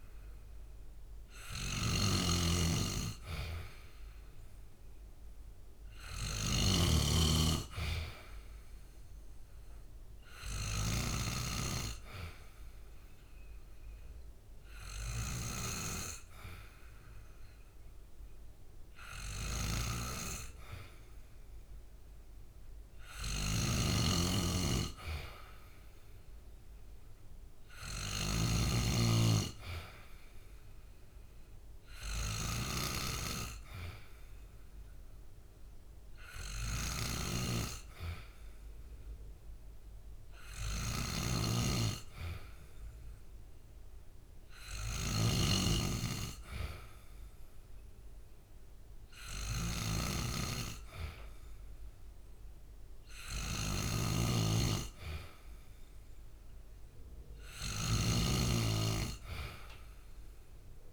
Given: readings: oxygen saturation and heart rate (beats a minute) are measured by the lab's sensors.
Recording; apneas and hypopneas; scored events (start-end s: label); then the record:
breathing in sleep by a room microphone; 1
0.00-4.50 s: oxygen desaturation (device-marked, oxygen 93% lowest, heart rate 67 extreme)
1.50-6.50 s: snoring (device-marked)
6.50-9.50 s: arousal
11.50-23.00 s: hypopnea (oxygen 97% before, 93% lowest, heart rate 69 before, 67 extreme, up 0 after)
23.00-28.50 s: snoring (device-marked)
24.50-28.00 s: arousal
41.00-60.93 s: snoring (device-marked)
From the record:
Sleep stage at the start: N2 (light sleep); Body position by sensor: on the back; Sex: male